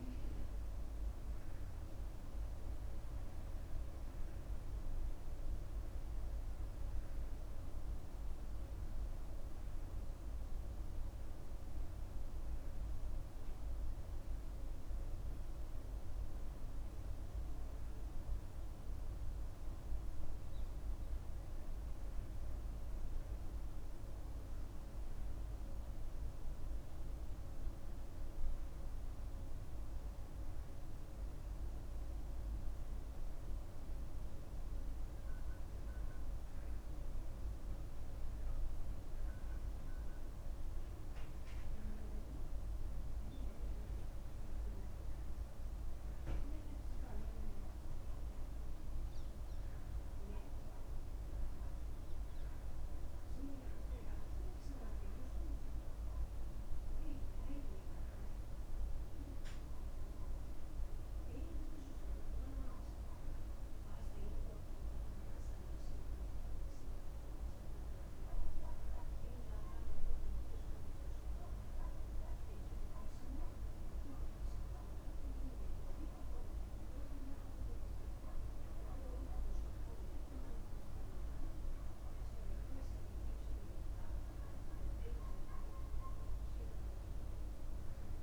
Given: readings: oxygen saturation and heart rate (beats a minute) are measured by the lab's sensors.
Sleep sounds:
breathing in sleep, hard to hear, by a room microphone; none
none scored
From the record:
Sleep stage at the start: N2 (light sleep); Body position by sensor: on the back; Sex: male

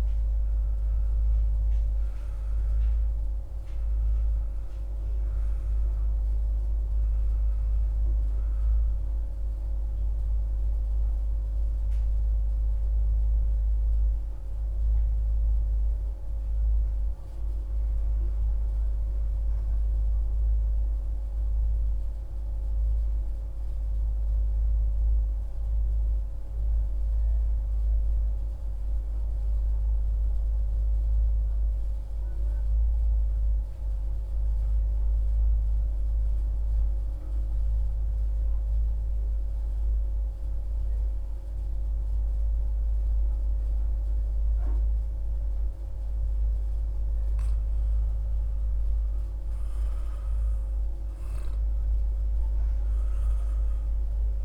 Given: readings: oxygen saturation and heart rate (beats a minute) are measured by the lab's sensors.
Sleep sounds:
breathing in sleep, hard to hear, by a room microphone; 1
0.00-15.00 s: oxygen desaturation (device-marked, oxygen 91% lowest, heart rate 58 extreme)
10.50-46.50 s: mixed apnea (oxygen 95% before, 92% lowest, heart rate 77 before, 58 extreme, up 3 after)
41.00-54.44 s: oxygen desaturation (device-marked, oxygen 97% before, 92% lowest, heart rate 59 before, 59 extreme)
48.00-52.00 s: arousal
From the record:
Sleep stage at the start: N2 (light sleep); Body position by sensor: on the back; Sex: male

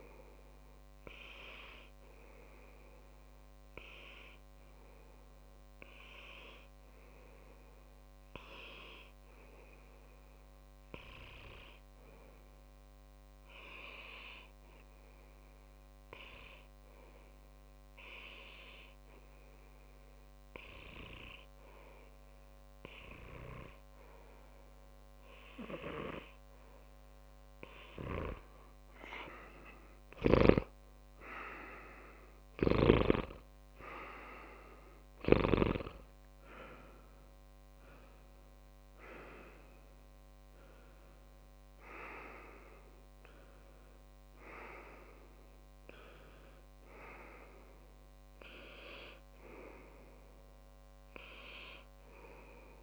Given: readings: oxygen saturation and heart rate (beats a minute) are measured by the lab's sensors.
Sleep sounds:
breathing in sleep by a microphone on the trachea; 1
0.00-2.00 s: long interval between heartbeats (device-marked)
6.00-28.50 s: obstructive apnea (oxygen 97% before, 95% lowest)
8.00-10.00 s: long interval between heartbeats (device-marked)
31.00-34.50 s: arousal
45.50-47.50 s: long interval between heartbeats (device-marked)
47.50-49.50 s: long interval between heartbeats (device-marked)
From the record:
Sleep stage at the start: N2 (light sleep); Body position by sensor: on the back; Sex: male

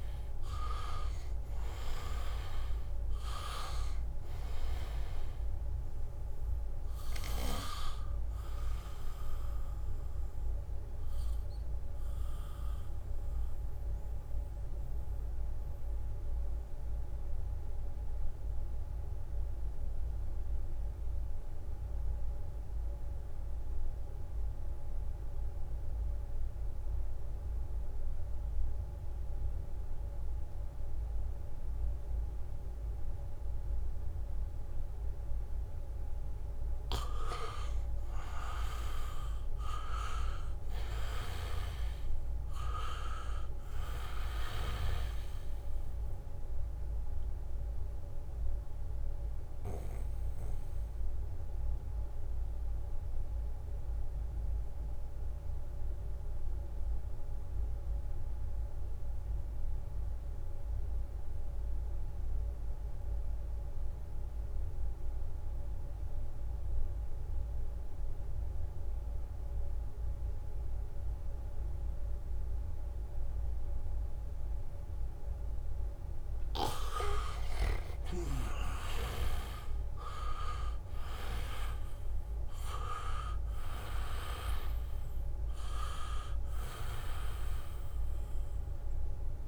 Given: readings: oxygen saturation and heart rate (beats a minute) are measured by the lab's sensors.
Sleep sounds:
breathing in sleep by a room microphone; 2
0.00-1.00 s: arousal
0.00-22.50 s: oxygen desaturation (device-marked, oxygen 80% lowest, heart rate 67 extreme)
8.50-13.50 s: leg movement (device-marked)
12.00-36.00 s: mixed apnea (oxygen 98% before, 80% lowest, heart rate 72 before, 68 extreme, up 0 after)
33.50-61.50 s: oxygen desaturation (device-marked, oxygen 99% before, 82% lowest, heart rate 75 before, 68 extreme)
39.00-42.50 s: arousal
47.00-76.50 s: mixed apnea (oxygen 99% before, 80% lowest, heart rate 71 before, 68 extreme, up 0 after)
70.50-73.00 s: leg movement (device-marked)
73.50-89.48 s: oxygen desaturation (device-marked, oxygen 98% before, 80% lowest, heart rate 75 before, 68 extreme)
78.00-83.50 s: arousal
From the record:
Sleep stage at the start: N2 (light sleep); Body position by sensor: on the back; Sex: male

